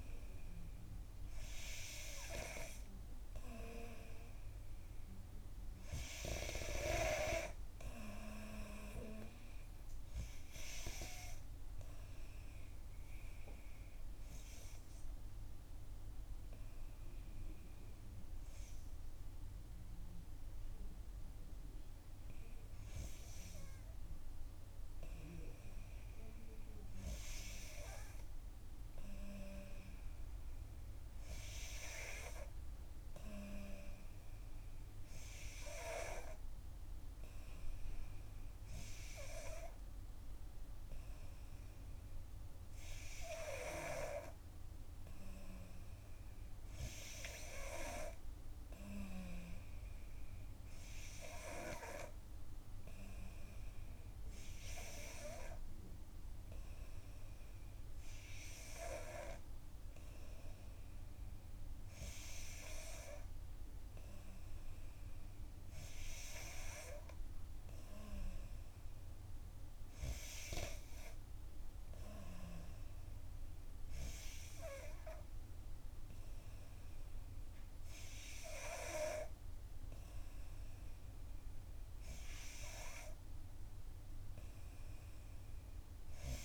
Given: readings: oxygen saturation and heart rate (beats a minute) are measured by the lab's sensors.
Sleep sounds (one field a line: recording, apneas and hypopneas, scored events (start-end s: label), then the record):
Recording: breathing in sleep by a room microphone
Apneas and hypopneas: 1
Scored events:
3.00-12.00 s: oxygen desaturation (device-marked, oxygen 93% before, 89% lowest, heart rate 64 before, 55 extreme)
12.50-26.00 s: hypopnea (oxygen 93% before, 89% lowest, heart rate 65 before, 55 extreme, up 8 after)
27.50-30.50 s: arousal
44.00-86.45 s: new sleep stage, N3 (deep sleep)
From the record:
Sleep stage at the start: N2 (light sleep)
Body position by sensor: on the back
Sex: female